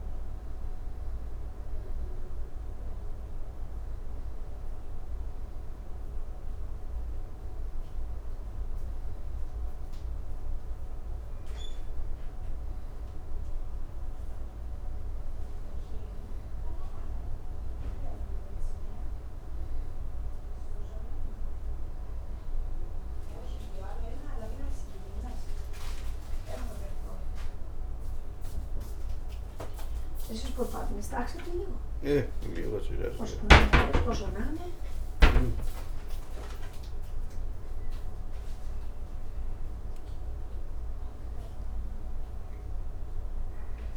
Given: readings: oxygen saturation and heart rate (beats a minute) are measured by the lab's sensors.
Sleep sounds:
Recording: a person awake in a sleep study, by a room microphone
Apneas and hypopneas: none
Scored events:
32.00-35.50 s: snoring (device-marked)
From the record:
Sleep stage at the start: awake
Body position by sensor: on the back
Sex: male

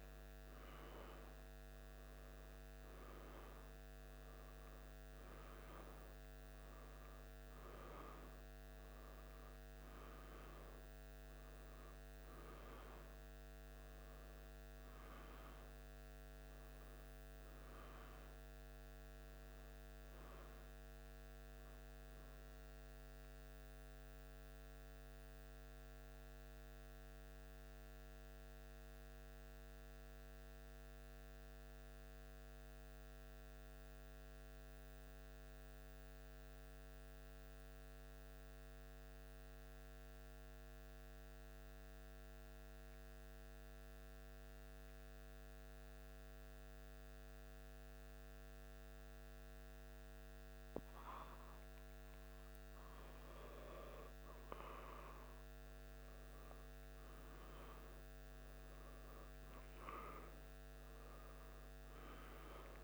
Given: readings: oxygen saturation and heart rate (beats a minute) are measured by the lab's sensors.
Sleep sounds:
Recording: breathing in sleep, hard to hear, by a microphone on the trachea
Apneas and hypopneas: 1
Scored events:
0.00-1.00 s: arousal
23.00-51.00 s: mixed apnea (oxygen 96% before, 94% lowest, heart rate 77 before, 73 extreme, up 3 after)
53.50-58.00 s: arousal
From the record:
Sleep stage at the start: N2 (light sleep)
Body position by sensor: on the back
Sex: male

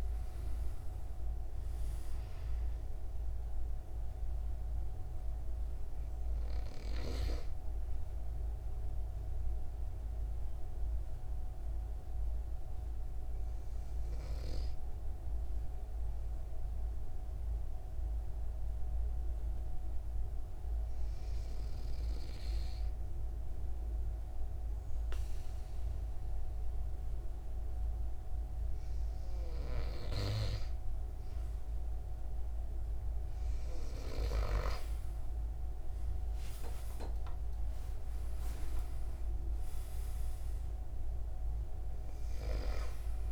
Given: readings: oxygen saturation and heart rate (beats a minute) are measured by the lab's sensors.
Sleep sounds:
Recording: breathing in sleep by a room microphone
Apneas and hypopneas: 1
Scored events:
0.00-17.00 s: oxygen desaturation (device-marked, oxygen 92% lowest, heart rate 141 extreme)
9.00-29.50 s: obstructive apnea (oxygen 97% before, 93% lowest, heart rate 176 before, 123 extreme, up 28 after)
33.00-38.00 s: arousal
From the record:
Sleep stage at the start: N2 (light sleep)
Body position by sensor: on the right side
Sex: male

